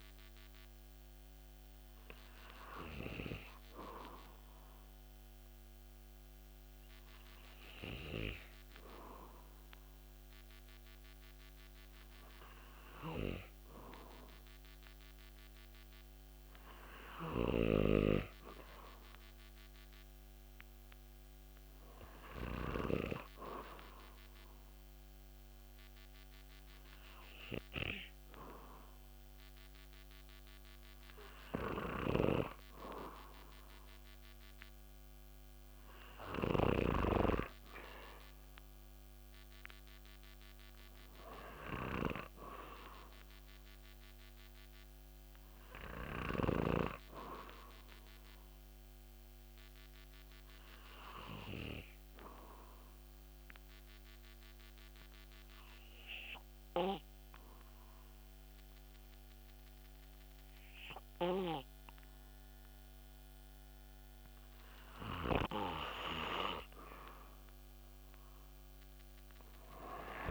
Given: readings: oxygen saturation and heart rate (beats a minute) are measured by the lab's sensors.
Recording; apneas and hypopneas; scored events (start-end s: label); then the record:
breathing in sleep by a microphone on the trachea; 2
2.50-14.00 s: hypopnea (oxygen 97% before, 95% lowest)
18.00-21.50 s: arousal
31.50-36.50 s: snoring (device-marked)
48.00-65.00 s: obstructive apnea (oxygen 96% before, 91% lowest)
69.00-70.31 s: arousal
From the record:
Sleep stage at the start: N2 (light sleep); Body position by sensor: on the back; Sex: male